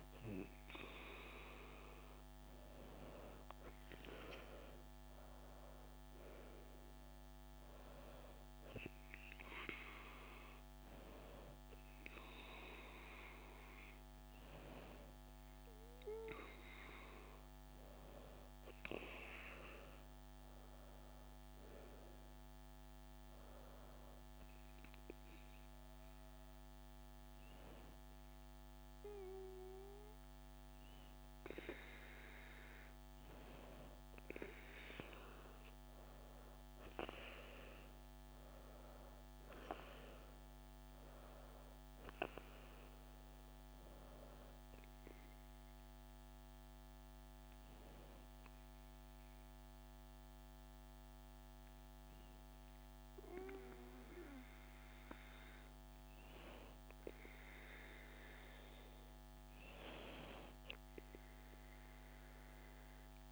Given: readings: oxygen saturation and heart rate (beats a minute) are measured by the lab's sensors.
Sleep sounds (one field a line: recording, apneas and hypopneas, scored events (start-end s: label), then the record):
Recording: breathing in sleep by a microphone on the trachea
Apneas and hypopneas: 2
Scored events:
16.00-20.50 s: arousal
24.00-34.00 s: hypopnea (oxygen 98% before, 95% lowest, heart rate 76 before, 65 extreme, up 16 after)
36.00-40.50 s: arousal
47.50-58.50 s: hypopnea (oxygen 97% before, 95% lowest, heart rate 74 before, 69 extreme, up 0 after)
60.50-63.31 s: arousal
From the record:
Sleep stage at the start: N2 (light sleep)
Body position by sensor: on the back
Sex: female